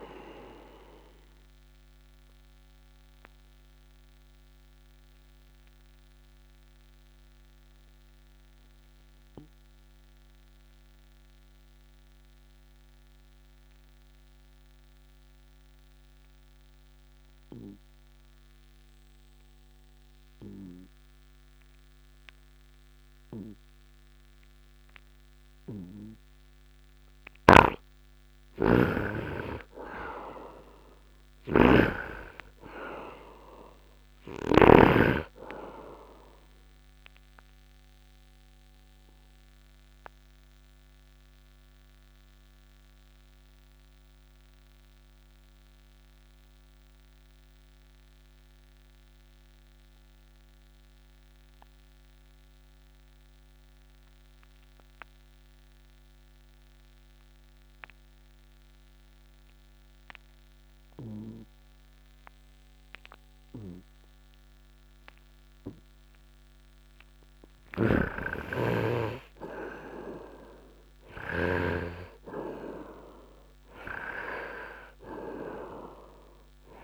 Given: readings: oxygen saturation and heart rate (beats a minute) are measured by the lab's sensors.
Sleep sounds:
breathing in sleep by a microphone on the trachea; 2
0.00-18.00 s: oxygen desaturation (device-marked, oxygen 85% lowest, heart rate 61 extreme)
3.00-27.00 s: obstructive apnea (oxygen 99% before, 80% lowest, heart rate 67 before, 61 extreme, up 0 after)
27.00-57.00 s: oxygen desaturation (device-marked, oxygen 97% before, 81% lowest, heart rate 67 before, 59 extreme)
27.50-35.00 s: snoring (device-marked)
29.00-34.50 s: arousal
39.50-67.50 s: obstructive apnea (oxygen 97% before, 77% lowest, heart rate 64 before, 59 extreme, up 6 after)
59.00-76.84 s: oxygen desaturation (device-marked, oxygen 98% before, 77% lowest, heart rate 69 before, 59 extreme)
68.00-72.00 s: snoring (device-marked)
68.50-73.00 s: arousal
From the record:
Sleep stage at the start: N2 (light sleep); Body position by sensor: upright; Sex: male

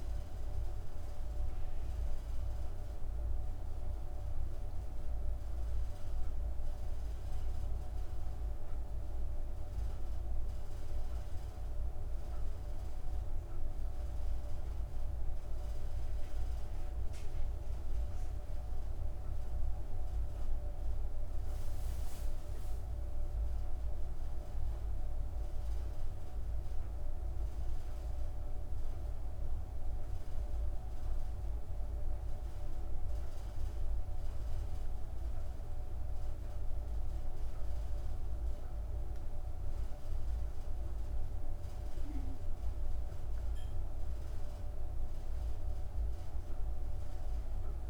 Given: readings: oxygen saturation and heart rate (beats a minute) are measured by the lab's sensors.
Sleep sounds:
breathing in sleep, hard to hear, by a room microphone; 1
0.00-2.50 s: oxygen desaturation (device-marked, oxygen 92% lowest)
5.00-20.00 s: hypopnea (oxygen 97% before, 95% lowest)
22.50-26.00 s: arousal
From the record:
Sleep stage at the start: N2 (light sleep); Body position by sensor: on the back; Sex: female

